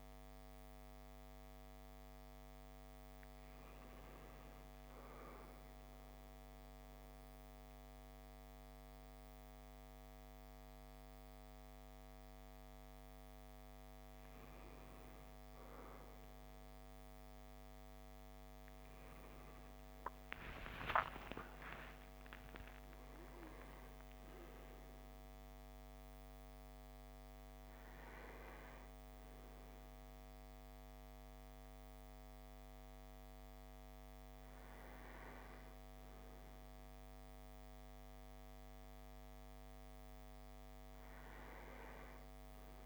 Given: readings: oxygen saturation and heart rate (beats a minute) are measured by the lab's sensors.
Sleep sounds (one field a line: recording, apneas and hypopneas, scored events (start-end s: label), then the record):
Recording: breathing in sleep, hard to hear, by a microphone on the trachea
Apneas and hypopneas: 1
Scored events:
5.00-15.00 s: central apnea (oxygen 97% before, 94% lowest)
17.00-20.50 s: arousal
From the record:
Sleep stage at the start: N1 (lightest sleep)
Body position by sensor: on the back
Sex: male